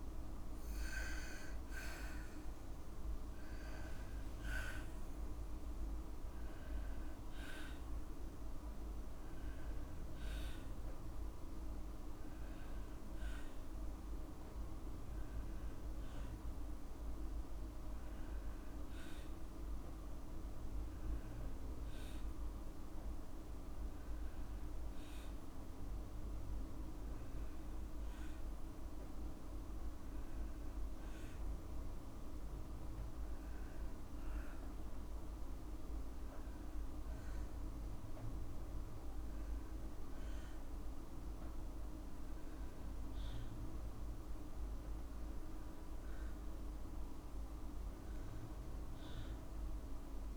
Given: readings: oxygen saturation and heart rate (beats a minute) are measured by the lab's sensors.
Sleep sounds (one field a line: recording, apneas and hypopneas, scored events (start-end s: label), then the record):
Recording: breathing in sleep, hard to hear, by a room microphone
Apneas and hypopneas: 1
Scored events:
3.00-5.00 s: long interval between heartbeats (device-marked, heart rate 60 before, 72 extreme)
6.00-8.00 s: long interval between heartbeats (device-marked, heart rate 62 before, 88 extreme)
8.00-10.00 s: long interval between heartbeats (device-marked, heart rate 65 before, 89 extreme)
25.00-43.00 s: oxygen desaturation (device-marked, oxygen 96% before, 93% lowest, heart rate 69 before, 57 extreme)
27.00-44.50 s: obstructive apnea (oxygen 98% before, 93% lowest, heart rate 66 before, 57 extreme, up 1 after)
From the record:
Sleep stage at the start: N2 (light sleep)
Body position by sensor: on the back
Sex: female